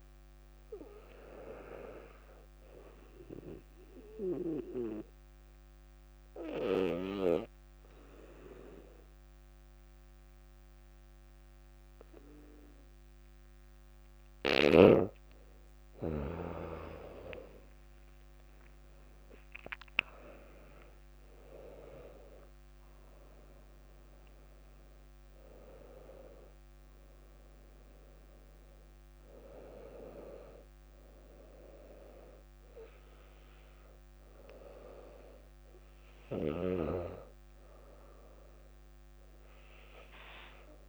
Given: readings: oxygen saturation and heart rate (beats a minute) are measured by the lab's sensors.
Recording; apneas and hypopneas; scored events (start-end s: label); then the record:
breathing in sleep by a microphone on the trachea; 1
3.00-16.00 s: obstructive apnea (oxygen 98% before, 94% lowest, heart rate 60 before, 54 extreme, up 6 after)
17.50-21.50 s: arousal
28.50-40.89 s: oxygen desaturation (device-marked, oxygen 97% before, 94% lowest, heart rate 63 before, 54 extreme)
From the record:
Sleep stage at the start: N2 (light sleep); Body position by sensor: on the back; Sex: female